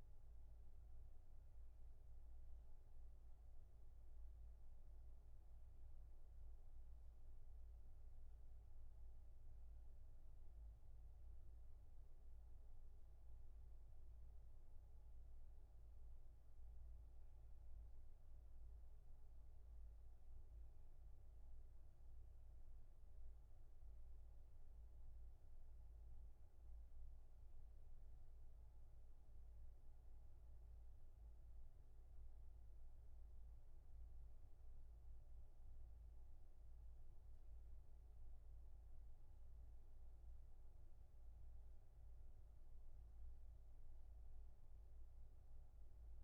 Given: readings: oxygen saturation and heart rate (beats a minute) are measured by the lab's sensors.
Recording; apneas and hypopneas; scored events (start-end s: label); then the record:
breathing in sleep, hard to hear, by a room microphone; none
none scored
From the record:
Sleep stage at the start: N1 (lightest sleep); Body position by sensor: on the back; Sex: male